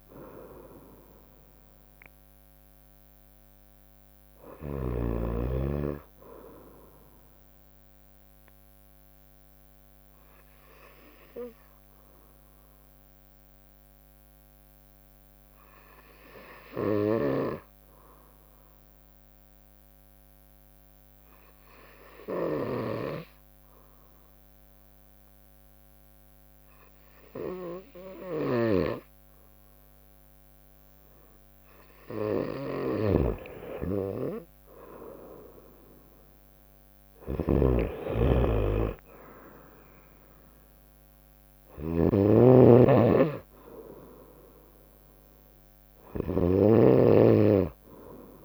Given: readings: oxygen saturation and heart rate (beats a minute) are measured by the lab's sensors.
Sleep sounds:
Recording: breathing in sleep by a microphone on the trachea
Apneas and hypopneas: 1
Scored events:
0.00-6.00 s: oxygen desaturation (device-marked, oxygen 89% lowest, heart rate 58 extreme)
1.00-5.00 s: bradycardia (device-marked, heart rate 63 before, 59 extreme)
8.50-31.00 s: obstructive apnea (oxygen 95% before, 92% lowest, heart rate 66 before, 58 extreme, up 4 after)
17.00-25.00 s: bradycardia (device-marked, heart rate 63 before, 58 extreme)
28.00-48.44 s: snoring (device-marked)
34.50-39.00 s: arousal
39.00-48.44 s: drop in pulse transit time (device-marked, heart rate 60 before, 61 extreme)
42.00-48.44 s: oxygen desaturation (device-marked, oxygen 96% before, 93% lowest, heart rate 60 before, 60 extreme)
From the record:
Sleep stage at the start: N2 (light sleep)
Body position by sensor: on the right side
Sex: female

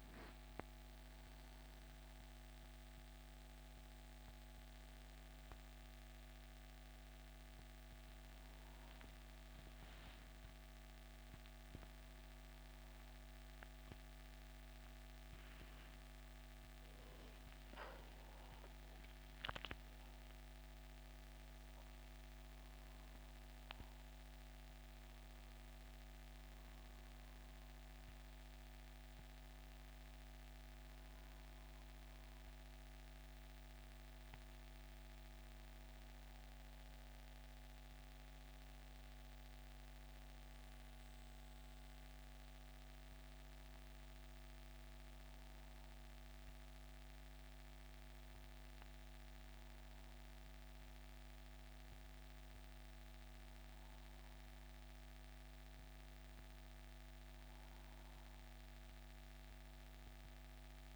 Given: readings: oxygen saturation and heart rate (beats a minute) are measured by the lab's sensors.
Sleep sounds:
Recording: a person partly awake in a sleep study, hard to hear, by a microphone on the trachea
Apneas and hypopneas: none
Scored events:
17.50-60.96 s: new sleep stage, N1 (lightest sleep)
From the record:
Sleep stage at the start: awake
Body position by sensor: on the back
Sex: male

